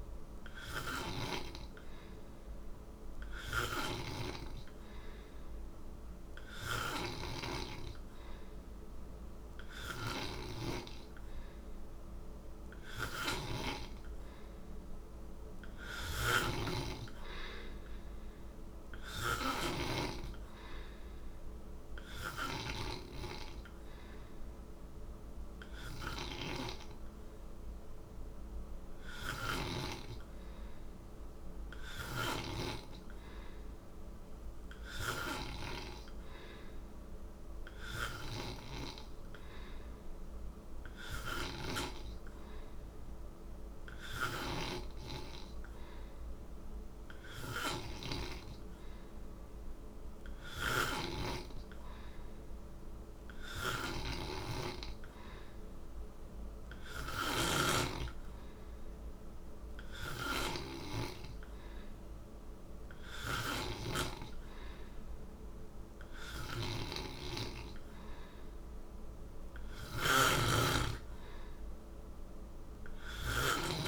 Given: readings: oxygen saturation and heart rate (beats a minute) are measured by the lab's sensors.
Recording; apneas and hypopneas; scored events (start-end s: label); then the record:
breathing in sleep by a room microphone; none
0.00-13.50 s: snoring (device-marked)
15.50-22.50 s: snoring (device-marked)
41.00-61.00 s: snoring (device-marked)
63.00-73.88 s: snoring (device-marked)
From the record:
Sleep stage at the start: N3 (deep sleep); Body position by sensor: on the right side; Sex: male